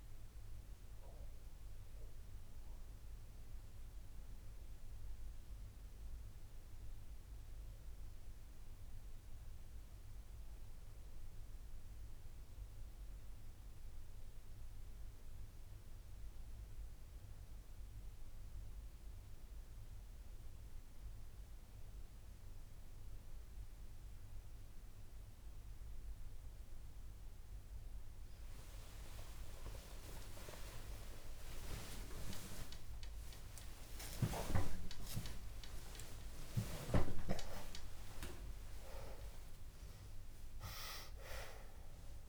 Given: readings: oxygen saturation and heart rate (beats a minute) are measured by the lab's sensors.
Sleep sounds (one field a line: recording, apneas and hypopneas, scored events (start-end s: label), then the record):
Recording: breathing in sleep by a room microphone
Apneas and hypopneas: none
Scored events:
30.00-37.00 s: arousal
From the record:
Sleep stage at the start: N2 (light sleep)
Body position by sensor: on the back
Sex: female